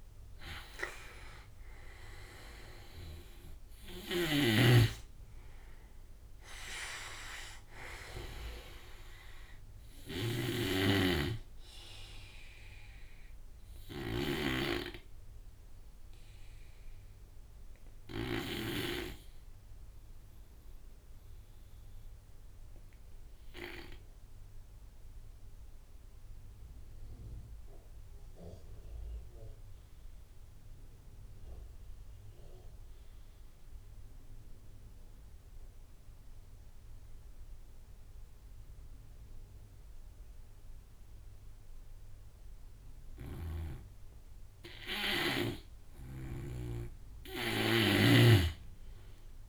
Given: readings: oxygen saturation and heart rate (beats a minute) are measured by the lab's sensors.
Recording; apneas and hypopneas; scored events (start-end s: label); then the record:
breathing in sleep by a room microphone; 1
0.00-2.50 s: arousal
0.00-17.50 s: snoring (device-marked)
0.00-24.50 s: oxygen desaturation (device-marked, oxygen 88% lowest)
17.50-42.00 s: obstructive apnea (oxygen 97% before, 86% lowest)
38.50-49.49 s: oxygen desaturation (device-marked, oxygen 99% before, 86% lowest)
45.00-49.49 s: snoring (device-marked)
45.50-49.49 s: arousal
From the record:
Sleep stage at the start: N2 (light sleep); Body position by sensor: on the right side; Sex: male